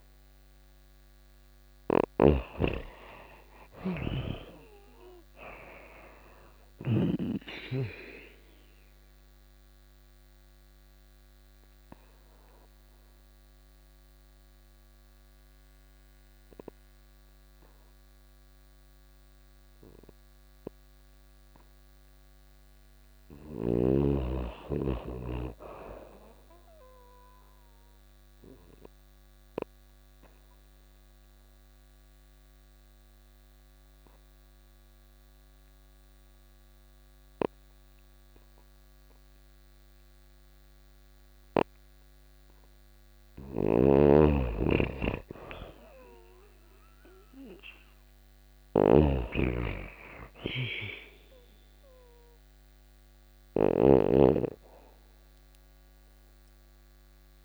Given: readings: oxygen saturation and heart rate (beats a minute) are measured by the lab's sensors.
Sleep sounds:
breathing in sleep by a microphone on the trachea; 2
0.00-21.00 s: oxygen desaturation (device-marked, oxygen 87% lowest, heart rate 87 extreme)
1.00-6.00 s: snoring (device-marked)
8.00-21.50 s: obstructive apnea (oxygen 98% before, 84% lowest, heart rate 90 before, 87 extreme, up 1 after)
23.50-26.00 s: arousal
27.00-41.50 s: obstructive apnea (oxygen 99% before, 84% lowest, heart rate 89 before, 87 extreme, up 1 after)
31.00-39.00 s: oxygen desaturation (device-marked, oxygen 99% before, 91% lowest, heart rate 88 before, 87 extreme)
41.00-57.45 s: oxygen desaturation (device-marked, oxygen 97% before, 84% lowest, heart rate 88 before, 86 extreme)
42.50-45.50 s: arousal
42.50-57.45 s: snoring (device-marked)
56.00-57.45 s: new sleep stage, REM sleep
From the record:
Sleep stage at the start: N2 (light sleep); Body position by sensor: on the back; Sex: female

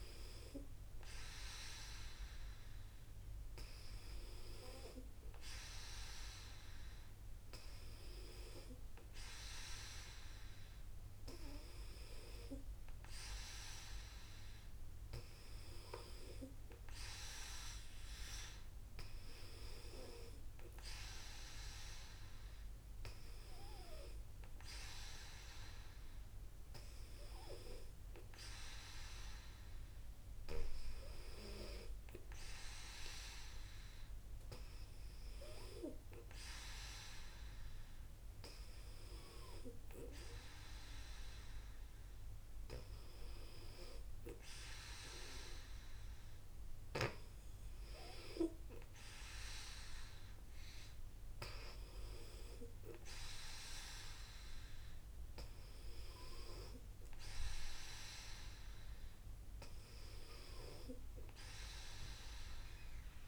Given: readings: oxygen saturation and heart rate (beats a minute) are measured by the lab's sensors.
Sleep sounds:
breathing in sleep by a room microphone; none
none scored
From the record:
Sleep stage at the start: N2 (light sleep); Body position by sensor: on the back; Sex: female

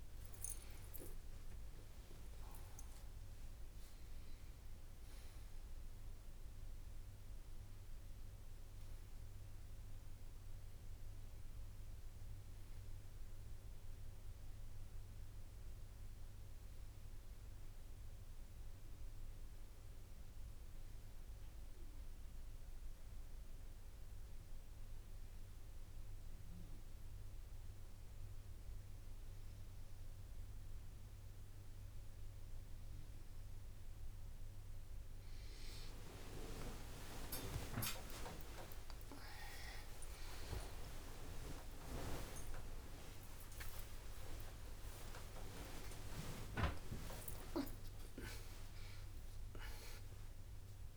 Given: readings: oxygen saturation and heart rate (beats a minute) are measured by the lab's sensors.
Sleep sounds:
a person awake in a sleep study, by a room microphone; none
1.00-3.00 s: long interval between heartbeats (device-marked, heart rate 76 before, 80 extreme)
37.00-39.00 s: long interval between heartbeats (device-marked, heart rate 67 before, 91 extreme)
38.50-50.97 s: drop in pulse transit time (device-marked, heart rate 70 before, 84 extreme)
41.50-43.50 s: long interval between heartbeats (device-marked, heart rate 75 before, 93 extreme)
42.50-44.50 s: tachycardia (device-marked, heart rate 68 before, 93 extreme)
From the record:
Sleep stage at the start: awake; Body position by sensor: on the right side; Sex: female

